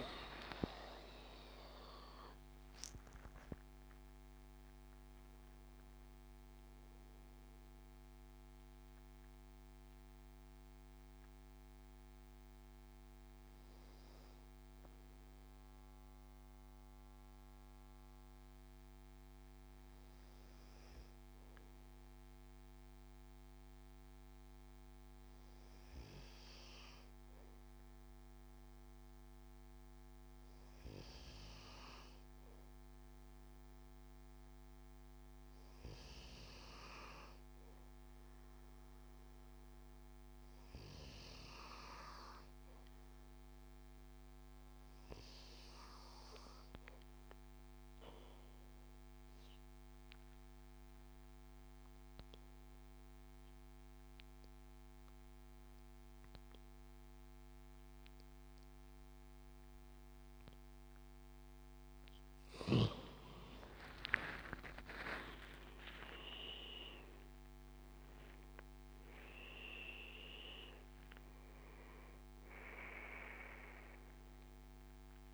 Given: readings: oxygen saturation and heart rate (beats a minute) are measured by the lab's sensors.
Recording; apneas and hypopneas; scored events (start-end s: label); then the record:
breathing in sleep by a microphone on the trachea; 1
0.00-12.00 s: oxygen desaturation (device-marked, oxygen 91% lowest, heart rate 60 extreme)
7.00-60.50 s: mixed apnea (oxygen 98% before, 90% lowest, heart rate 79 before, 60 extreme, up 12 after)
45.00-75.33 s: oxygen desaturation (device-marked, oxygen 98% before, 90% lowest, heart rate 72 before, 63 extreme)
63.00-67.50 s: arousal
From the record:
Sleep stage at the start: N2 (light sleep); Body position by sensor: on the back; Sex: male